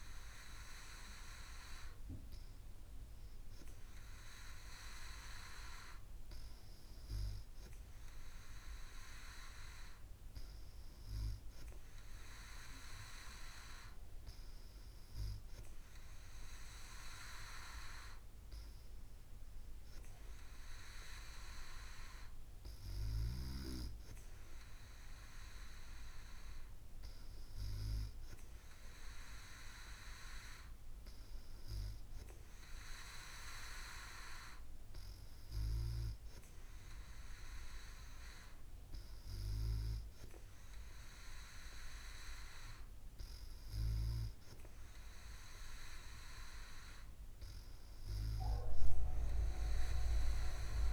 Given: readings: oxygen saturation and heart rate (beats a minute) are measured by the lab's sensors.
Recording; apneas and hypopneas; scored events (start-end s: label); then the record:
breathing in sleep by a room microphone; none
none scored
From the record:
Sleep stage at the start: N2 (light sleep); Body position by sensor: on the back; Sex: female